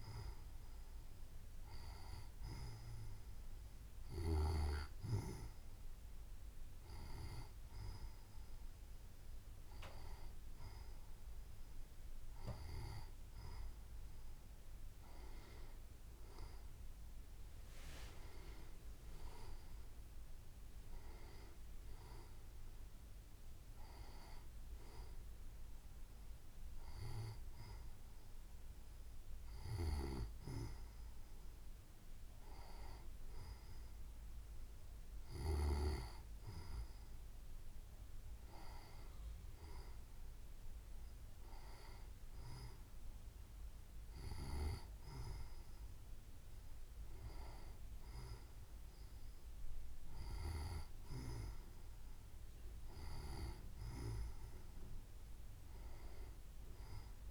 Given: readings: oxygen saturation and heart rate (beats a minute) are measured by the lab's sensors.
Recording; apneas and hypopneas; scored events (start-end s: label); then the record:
breathing in sleep by a room microphone; none
none scored
From the record:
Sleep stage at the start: N2 (light sleep); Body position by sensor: on the right side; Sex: female